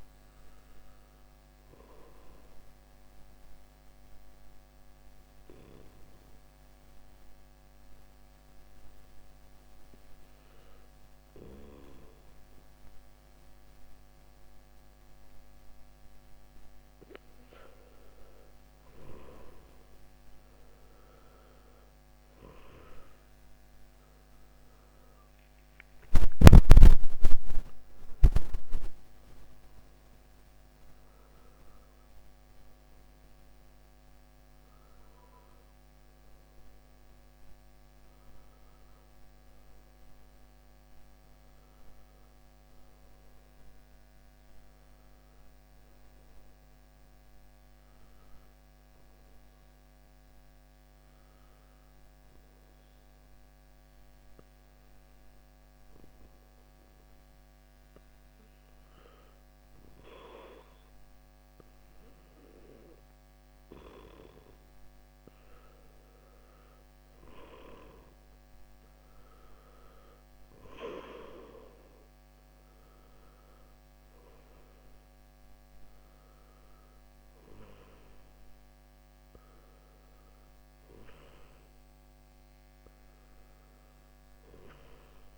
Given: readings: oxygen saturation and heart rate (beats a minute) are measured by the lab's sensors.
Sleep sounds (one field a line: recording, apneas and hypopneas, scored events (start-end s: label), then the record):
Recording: breathing in sleep by a microphone on the trachea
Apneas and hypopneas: 2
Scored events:
3.50-18.00 s: obstructive apnea (oxygen 91% before, 87% lowest, heart rate 67 before, 64 extreme, up 6 after)
20.50-24.00 s: arousal
22.00-50.00 s: oxygen desaturation (device-marked, oxygen 92% before, 87% lowest, heart rate 65 before, 60 extreme)
52.00-66.00 s: hypopnea (oxygen 94% before, 87% lowest, heart rate 69 before, 62 extreme, up 4 after)
68.00-85.38 s: oxygen desaturation (device-marked, oxygen 94% before, 87% lowest, heart rate 62 before, 61 extreme)
68.50-73.00 s: arousal
From the record:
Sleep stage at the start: N2 (light sleep)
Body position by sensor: on the back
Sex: male